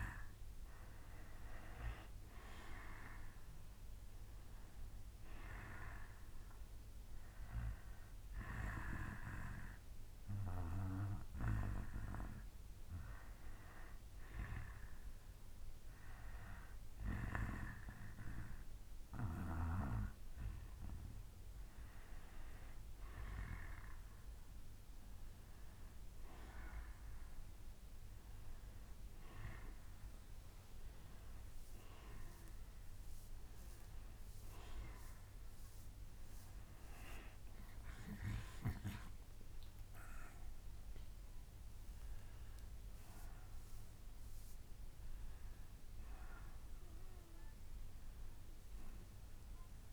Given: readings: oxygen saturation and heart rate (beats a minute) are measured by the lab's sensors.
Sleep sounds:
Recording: breathing in sleep by a room microphone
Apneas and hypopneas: 1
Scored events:
0.00-2.00 s: arousal
0.00-2.50 s: bradycardia (device-marked, heart rate 49 extreme)
4.50-9.50 s: bradycardia (device-marked, heart rate 64 before, 52 extreme)
7.00-20.50 s: hypopnea (oxygen 93% before, 91% lowest, heart rate 62 before, 59 extreme, up 8 after)
23.00-26.00 s: arousal
25.50-27.50 s: bradycardia (device-marked, heart rate 64 before, 68 extreme)
From the record:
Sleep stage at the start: N2 (light sleep)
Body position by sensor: on the back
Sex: male

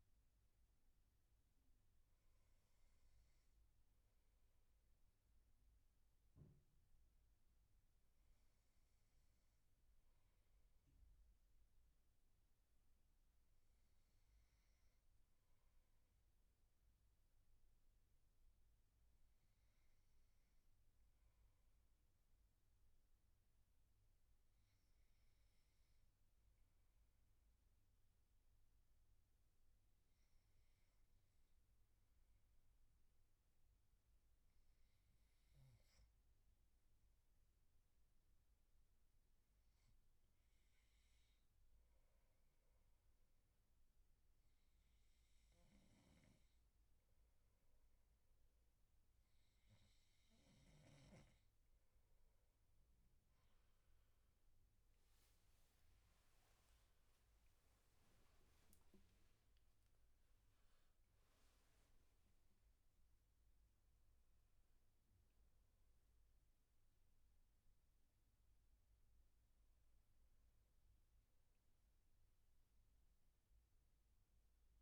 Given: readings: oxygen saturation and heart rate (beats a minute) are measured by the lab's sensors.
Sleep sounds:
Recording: breathing in sleep, hard to hear, by a room microphone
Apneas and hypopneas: 1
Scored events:
5.50-51.00 s: obstructive apnea (oxygen 95% before, 93% lowest, heart rate 83 before, 69 extreme, up 9 after)
54.00-59.00 s: arousal
From the record:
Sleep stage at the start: N2 (light sleep)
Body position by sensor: on the right side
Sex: male

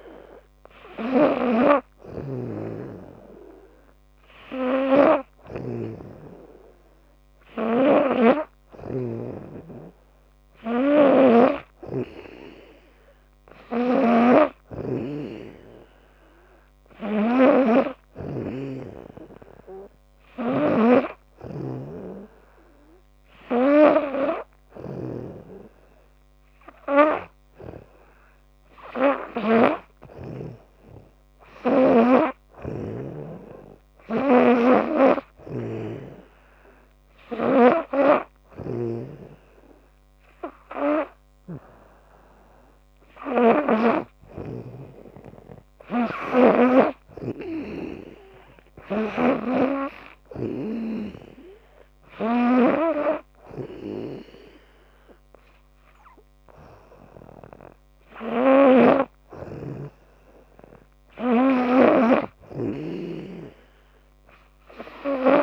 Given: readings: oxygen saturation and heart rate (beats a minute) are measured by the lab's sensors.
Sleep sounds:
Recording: breathing in sleep by a microphone on the trachea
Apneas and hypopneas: none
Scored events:
1.00-5.50 s: snoring (device-marked)
7.50-30.00 s: snoring (device-marked)
32.00-46.50 s: snoring (device-marked)
58.00-65.43 s: snoring (device-marked)
From the record:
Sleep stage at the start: N2 (light sleep)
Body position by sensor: on the back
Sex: female

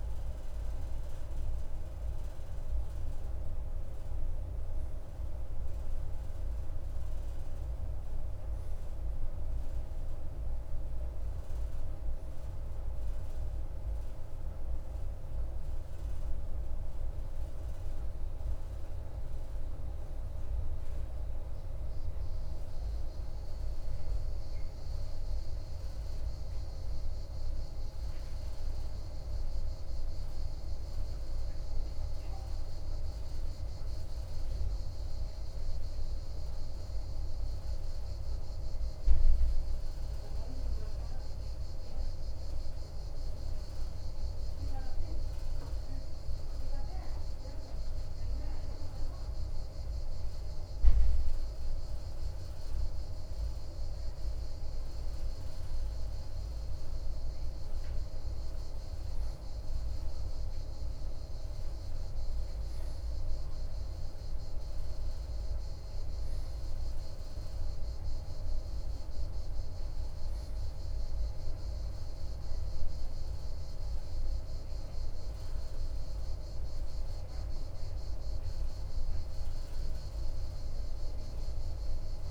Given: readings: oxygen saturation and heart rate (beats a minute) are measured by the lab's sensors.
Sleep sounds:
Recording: breathing in sleep, hard to hear, by a room microphone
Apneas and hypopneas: none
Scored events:
67.00-82.31 s: new sleep stage, awake
From the record:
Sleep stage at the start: N2 (light sleep)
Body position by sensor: on the right side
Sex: male

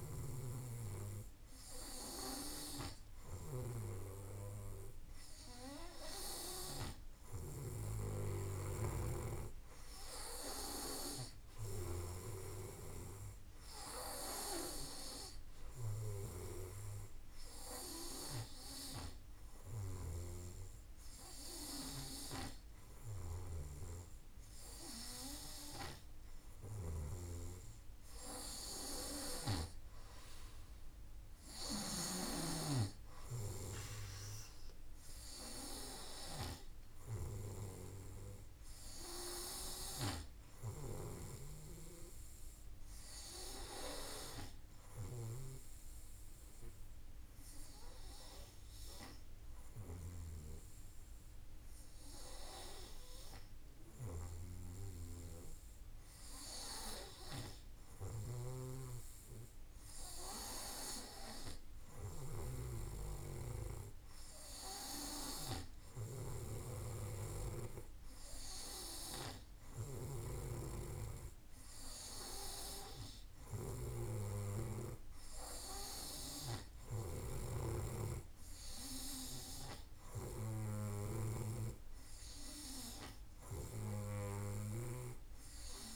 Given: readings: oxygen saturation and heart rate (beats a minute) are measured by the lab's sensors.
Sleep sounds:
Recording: breathing in sleep by a room microphone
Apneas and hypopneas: 1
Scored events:
0.00-11.50 s: snoring (device-marked)
33.00-37.00 s: arousal
39.00-76.50 s: snoring (device-marked)
44.50-56.00 s: hypopnea (oxygen 95% before, 94% lowest, heart rate 52 before, 50 extreme, up 1 after)
61.00-65.50 s: arousal
From the record:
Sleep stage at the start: N2 (light sleep)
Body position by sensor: on the back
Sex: male

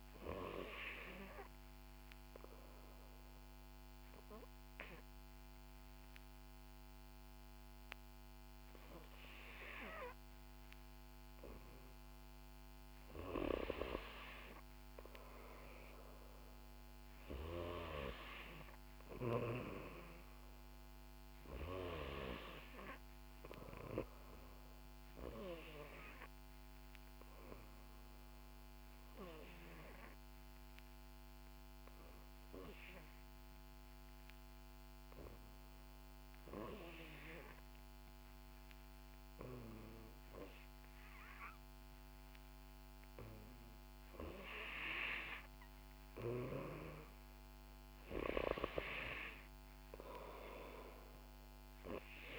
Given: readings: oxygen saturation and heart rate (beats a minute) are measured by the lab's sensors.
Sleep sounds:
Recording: breathing in sleep by a microphone on the trachea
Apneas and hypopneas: 2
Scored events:
0.00-15.50 s: oxygen desaturation (device-marked, oxygen 89% lowest, heart rate 61 extreme)
1.00-12.50 s: obstructive apnea (oxygen 94% before, 88% lowest, heart rate 63 before, 61 extreme, up 4 after)
15.50-19.00 s: arousal
26.00-43.00 s: obstructive apnea (oxygen 94% before, 88% lowest, heart rate 63 before, 62 extreme, up 3 after)
44.50-48.50 s: arousal
46.50-52.39 s: oxygen desaturation (device-marked, oxygen 93% before, 88% lowest, heart rate 64 before, 60 extreme)
From the record:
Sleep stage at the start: N3 (deep sleep)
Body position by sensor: on the back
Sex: female

